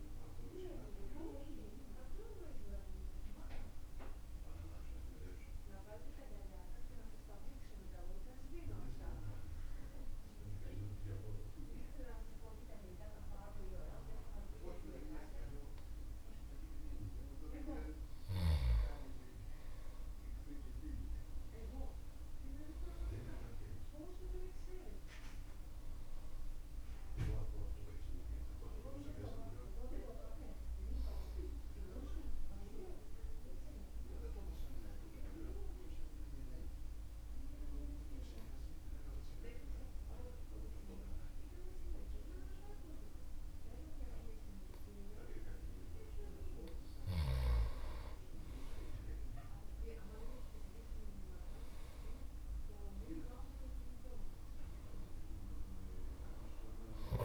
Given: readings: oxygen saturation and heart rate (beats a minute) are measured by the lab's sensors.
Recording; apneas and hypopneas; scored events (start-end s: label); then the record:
breathing in sleep by a room microphone; 2
7.50-19.00 s: mixed apnea (oxygen 98% before, 93% lowest, heart rate 75 before, 49 extreme, up 12 after)
21.50-26.00 s: arousal
21.50-28.50 s: oxygen desaturation (device-marked, oxygen 98% before, 95% lowest, heart rate 64 before, 49 extreme)
31.50-46.00 s: obstructive apnea (oxygen 98% before, 93% lowest, heart rate 61 before, 48 extreme, up 16 after)
45.50-54.50 s: oxygen desaturation (device-marked, oxygen 97% before, 93% lowest, heart rate 54 before, 48 extreme)
48.50-53.00 s: arousal
From the record:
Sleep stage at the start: N2 (light sleep); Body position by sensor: on the back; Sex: male